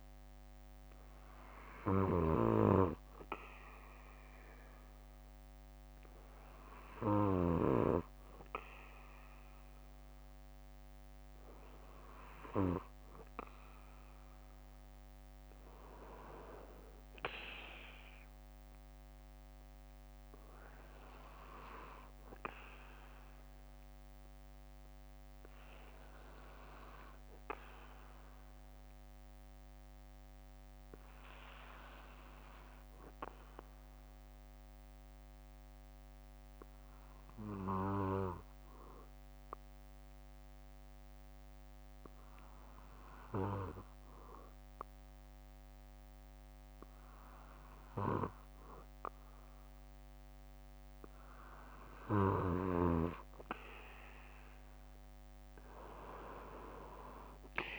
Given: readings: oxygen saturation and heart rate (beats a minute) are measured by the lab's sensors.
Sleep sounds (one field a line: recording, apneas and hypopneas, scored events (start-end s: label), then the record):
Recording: breathing in sleep by a microphone on the trachea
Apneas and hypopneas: 1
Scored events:
0.00-13.00 s: bradycardia (device-marked, heart rate 56 extreme)
23.00-53.00 s: bradycardia (device-marked, heart rate 60 before, 55 extreme)
32.00-48.00 s: hypopnea (oxygen 96% before, 93% lowest, heart rate 60 before, 57 extreme, up 1 after)
50.50-53.00 s: arousal
From the record:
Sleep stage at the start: N2 (light sleep)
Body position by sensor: on the back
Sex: male